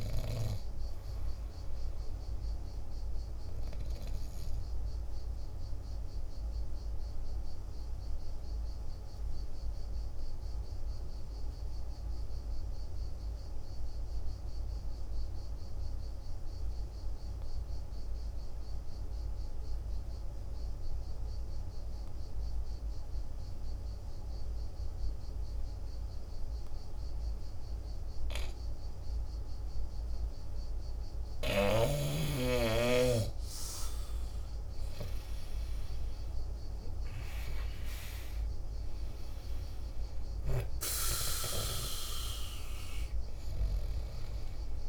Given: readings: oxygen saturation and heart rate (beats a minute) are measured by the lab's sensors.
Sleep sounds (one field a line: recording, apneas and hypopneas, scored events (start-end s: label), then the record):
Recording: breathing in sleep by a room microphone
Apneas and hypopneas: 1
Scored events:
0.00-12.00 s: oxygen desaturation (device-marked, oxygen 84% lowest, heart rate 50 extreme)
7.50-30.50 s: obstructive apnea (oxygen 96% before, 85% lowest, heart rate 57 before, 49 extreme, up 10 after)
31.00-44.89 s: oxygen desaturation (device-marked, oxygen 98% before, 85% lowest, heart rate 51 before, 48 extreme)
33.50-38.00 s: arousal
From the record:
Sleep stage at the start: N2 (light sleep)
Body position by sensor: on the back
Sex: male